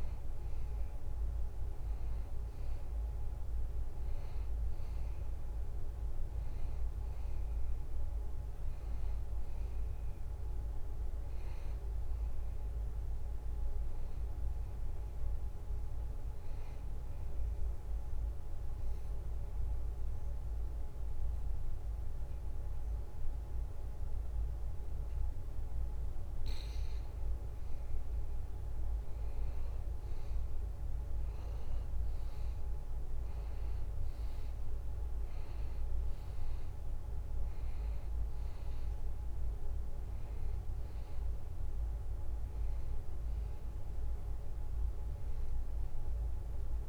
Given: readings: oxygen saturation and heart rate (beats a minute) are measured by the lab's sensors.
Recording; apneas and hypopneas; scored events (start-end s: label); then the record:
breathing in sleep, hard to hear, by a room microphone; 1
0.00-2.50 s: arousal
16.00-27.00 s: obstructive apnea (oxygen 95% before, 89% lowest, heart rate 73 before, 71 extreme, up 2 after)
31.00-35.50 s: arousal
37.00-46.89 s: oxygen desaturation (device-marked, oxygen 94% before, 89% lowest, heart rate 72 before, 71 extreme)
From the record:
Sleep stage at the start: N2 (light sleep); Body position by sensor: on the back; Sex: male